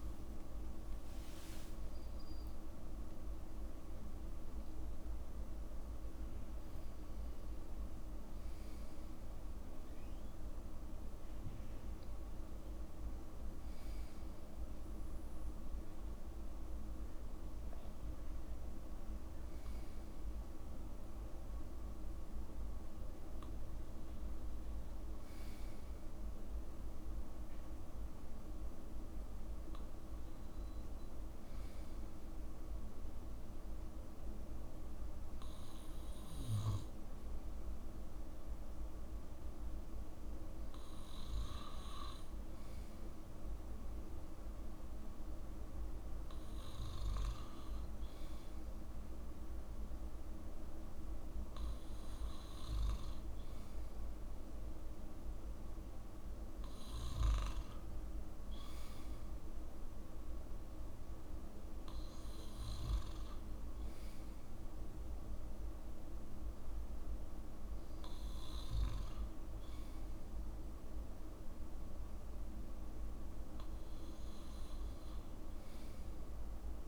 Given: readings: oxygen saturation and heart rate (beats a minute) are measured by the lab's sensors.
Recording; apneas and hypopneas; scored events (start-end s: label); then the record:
breathing in sleep, hard to hear, by a room microphone; 1
0.50-5.00 s: arousal
15.00-76.88 s: new sleep stage, N2 (light sleep)
30.50-43.00 s: hypopnea (oxygen 95% before, 94% lowest, heart rate 67 before, 62 extreme, up 3 after)
45.00-49.00 s: arousal
From the record:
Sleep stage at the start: N1 (lightest sleep); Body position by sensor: on the back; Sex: male